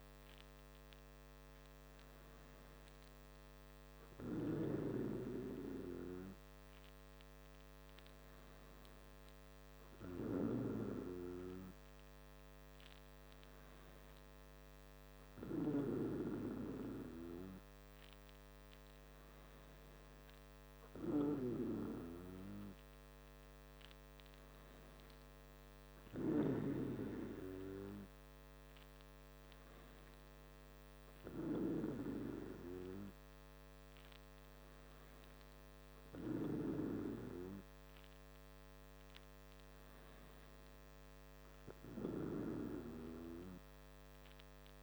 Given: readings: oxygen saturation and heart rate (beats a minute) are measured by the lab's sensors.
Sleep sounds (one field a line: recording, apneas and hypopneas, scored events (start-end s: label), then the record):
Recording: breathing in sleep by a microphone on the trachea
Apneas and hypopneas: none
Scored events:
none scored
From the record:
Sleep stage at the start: N2 (light sleep)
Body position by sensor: on the back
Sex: male